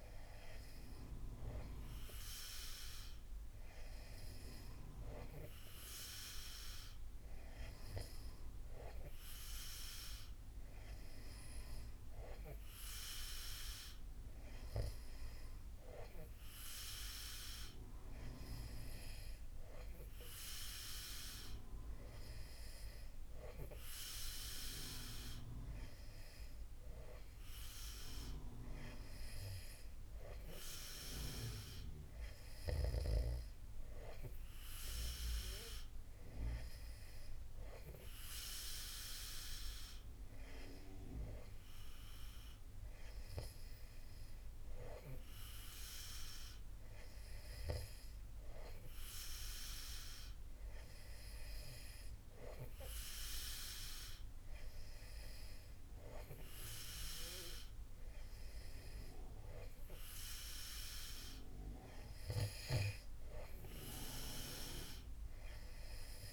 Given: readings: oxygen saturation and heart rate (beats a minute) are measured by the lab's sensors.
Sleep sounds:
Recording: breathing in sleep by a room microphone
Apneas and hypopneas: none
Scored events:
none scored
From the record:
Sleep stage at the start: N2 (light sleep)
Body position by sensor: on the back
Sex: male

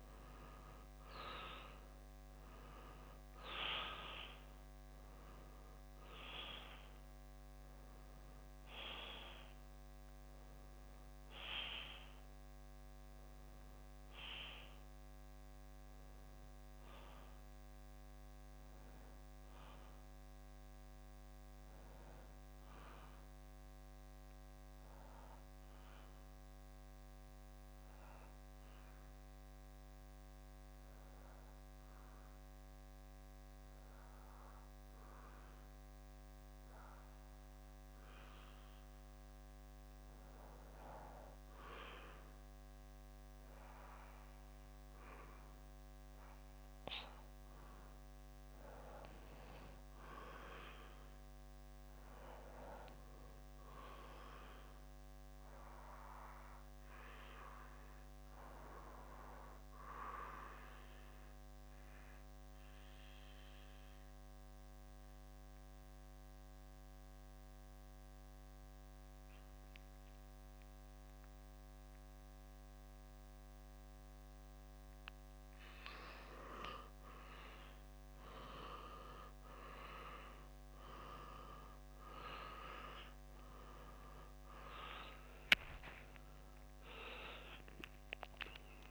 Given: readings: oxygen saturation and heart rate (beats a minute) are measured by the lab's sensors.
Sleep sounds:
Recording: breathing in sleep by a microphone on the trachea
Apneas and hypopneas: 2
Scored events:
18.00-39.50 s: obstructive apnea (oxygen 95% before, 87% lowest, heart rate 71 before, 65 extreme, up 0 after)
22.50-33.50 s: oxygen desaturation (device-marked, oxygen 94% before, 87% lowest, heart rate 70 before, 65 extreme)
44.00-48.00 s: arousal
61.50-75.50 s: obstructive apnea (oxygen 99% before, 92% lowest, heart rate 66 before, 64 extreme, up 8 after)
63.50-88.91 s: oxygen desaturation (device-marked, oxygen 97% before, 92% lowest, heart rate 66 before, 65 extreme)
81.00-85.50 s: arousal
From the record:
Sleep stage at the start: REM sleep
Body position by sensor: on the back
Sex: male

